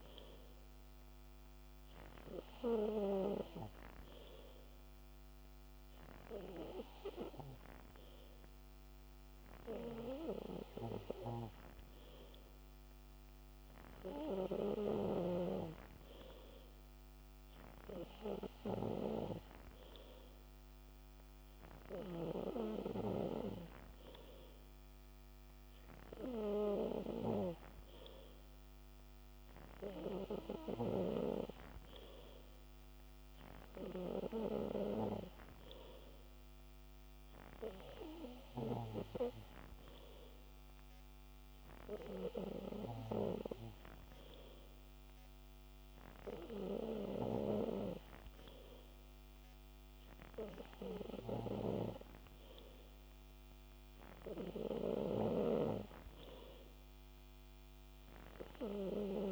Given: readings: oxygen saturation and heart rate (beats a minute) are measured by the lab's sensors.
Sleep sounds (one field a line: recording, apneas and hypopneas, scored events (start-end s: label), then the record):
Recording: breathing in sleep by a microphone on the trachea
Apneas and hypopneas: none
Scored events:
none scored
From the record:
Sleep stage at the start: N3 (deep sleep)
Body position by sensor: on the back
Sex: male